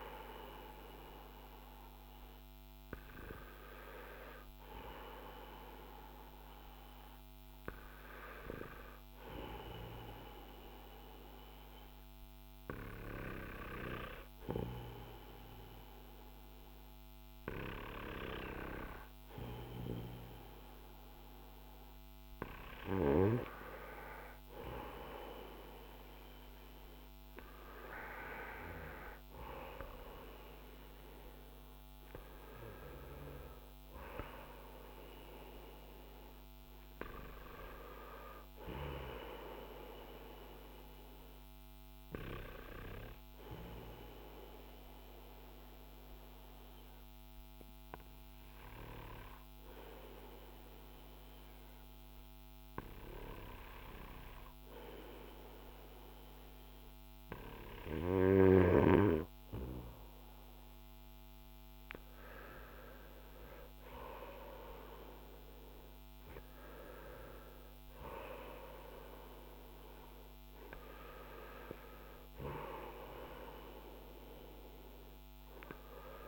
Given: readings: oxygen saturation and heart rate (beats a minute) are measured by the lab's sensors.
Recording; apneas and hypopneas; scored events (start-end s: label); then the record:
breathing in sleep by a microphone on the trachea; 2
10.00-22.50 s: hypopnea (oxygen 96% before, 91% lowest, heart rate 45 before, 44 extreme, up 5 after)
24.50-28.50 s: arousal
41.00-61.00 s: hypopnea (oxygen 94% before, 91% lowest, heart rate 51 before, 39 extreme, up 14 after)
63.00-66.00 s: arousal
From the record:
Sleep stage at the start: N2 (light sleep); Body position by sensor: on the front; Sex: male